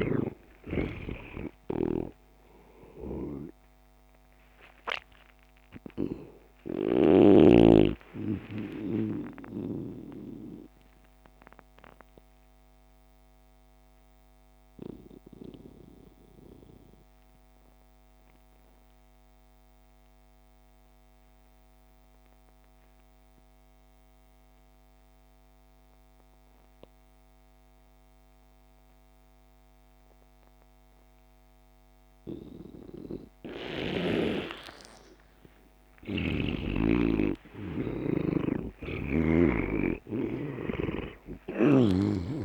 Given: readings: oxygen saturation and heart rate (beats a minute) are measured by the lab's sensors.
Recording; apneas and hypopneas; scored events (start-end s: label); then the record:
breathing in sleep by a microphone on the trachea; 1
0.00-1.00 s: arousal
0.00-21.50 s: oxygen desaturation (device-marked, oxygen 79% lowest)
1.00-10.50 s: snoring (device-marked)
10.00-34.50 s: obstructive apnea (oxygen 99% before, 79% lowest)
35.50-42.45 s: oxygen desaturation (device-marked, oxygen 98% before, 81% lowest)
36.50-42.00 s: arousal
39.00-42.45 s: snoring (device-marked)
From the record:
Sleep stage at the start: N2 (light sleep); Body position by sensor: on the back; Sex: male